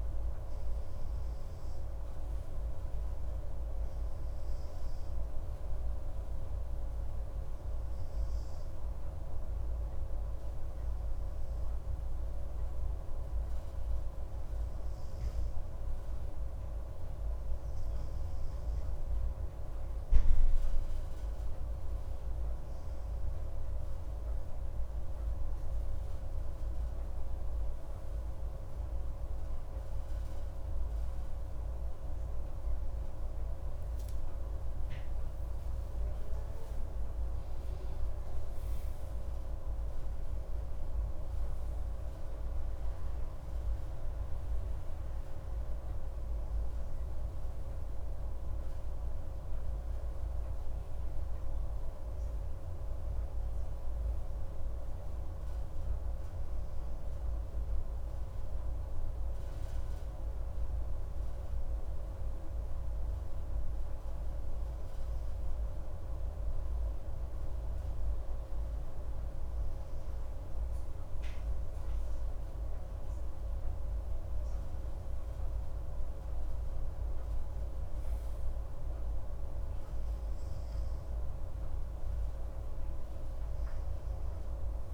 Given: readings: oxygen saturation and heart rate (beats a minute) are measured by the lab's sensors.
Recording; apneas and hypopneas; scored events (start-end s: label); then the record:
breathing in sleep, hard to hear, by a room microphone; none
33.50-37.50 s: arousal
From the record:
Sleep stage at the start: N2 (light sleep); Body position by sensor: on the right side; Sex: male